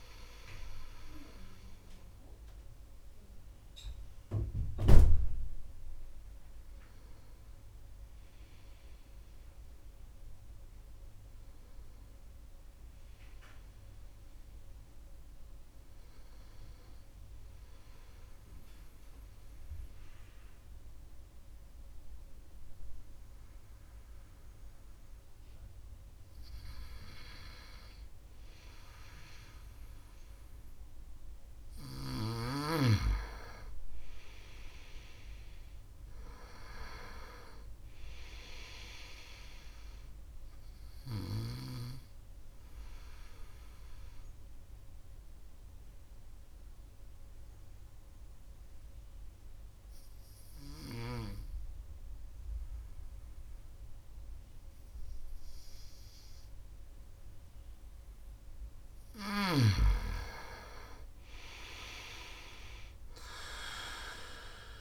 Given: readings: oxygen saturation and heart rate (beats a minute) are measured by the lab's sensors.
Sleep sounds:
breathing in sleep by a room microphone; 2
0.00-13.50 s: oxygen desaturation (device-marked, oxygen 90% lowest, heart rate 62 extreme)
15.00-28.50 s: obstructive apnea (oxygen 96% before, 89% lowest, heart rate 69 before, 66 extreme, up 3 after)
30.00-34.00 s: arousal
30.50-56.50 s: oxygen desaturation (device-marked, oxygen 98% before, 91% lowest, heart rate 70 before, 64 extreme)
41.00-58.00 s: obstructive apnea (oxygen 98% before, 89% lowest, heart rate 70 before, 64 extreme, up 7 after)
59.50-62.50 s: arousal
61.50-64.81 s: oxygen desaturation (device-marked, oxygen 96% before, 89% lowest, heart rate 68 before, 64 extreme)
From the record:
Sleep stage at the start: N2 (light sleep); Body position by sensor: on the right side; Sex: male

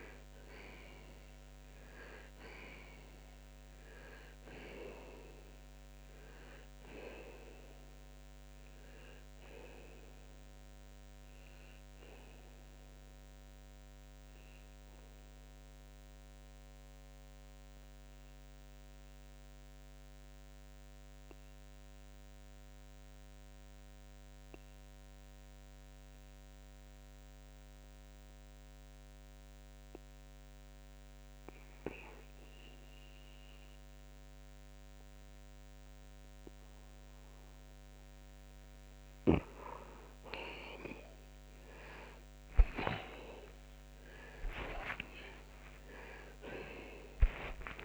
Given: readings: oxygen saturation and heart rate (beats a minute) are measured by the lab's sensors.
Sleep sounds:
breathing in sleep by a microphone on the trachea; 1
19.00-31.00 s: mixed apnea (oxygen 90% before, 80% lowest, heart rate 105 before, 68 extreme, up 19 after)
19.50-42.50 s: oxygen desaturation (device-marked, oxygen 90% before, 80% lowest)
39.00-43.00 s: snoring (device-marked)
42.00-47.50 s: arousal
From the record:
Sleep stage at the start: N2 (light sleep); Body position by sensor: on the left side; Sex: male

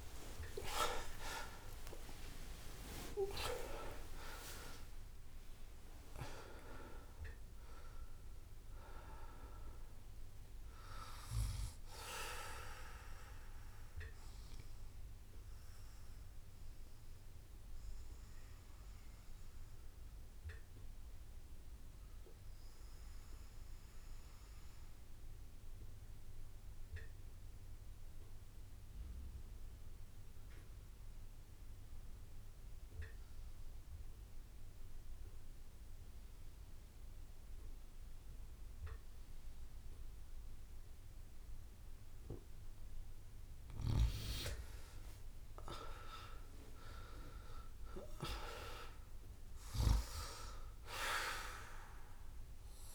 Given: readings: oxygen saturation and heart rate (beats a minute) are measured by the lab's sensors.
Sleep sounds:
breathing in sleep by a room microphone; 1
0.00-2.00 s: long interval between heartbeats (device-marked)
0.00-3.50 s: arousal
0.00-27.50 s: oxygen desaturation (device-marked, oxygen 86% lowest)
13.00-42.50 s: obstructive apnea (oxygen 98% before, 86% lowest)
17.50-23.50 s: bradycardia (device-marked)
44.00-47.50 s: arousal
45.50-52.95 s: oxygen desaturation (device-marked, oxygen 100% before, 92% lowest)
From the record:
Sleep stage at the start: REM sleep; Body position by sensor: on the right side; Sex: male

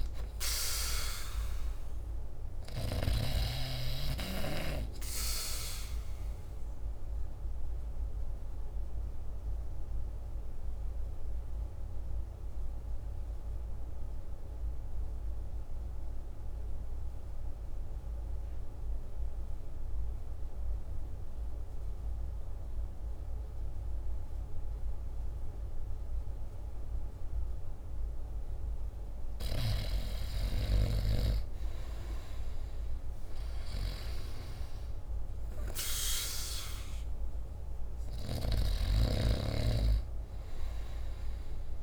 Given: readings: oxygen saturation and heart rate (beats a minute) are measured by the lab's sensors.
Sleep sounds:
breathing in sleep by a room microphone; 1
0.00-21.50 s: oxygen desaturation (device-marked, oxygen 79% lowest, heart rate 52 extreme)
8.50-28.00 s: mixed apnea (oxygen 91% before, 79% lowest, heart rate 60 before, 51 extreme, up 16 after)
30.00-33.50 s: arousal
31.50-41.83 s: oxygen desaturation (device-marked, oxygen 98% before, 86% lowest, heart rate 55 before, 50 extreme)
38.50-41.83 s: snoring (device-marked)
From the record:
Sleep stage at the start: REM sleep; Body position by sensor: on the back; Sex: male

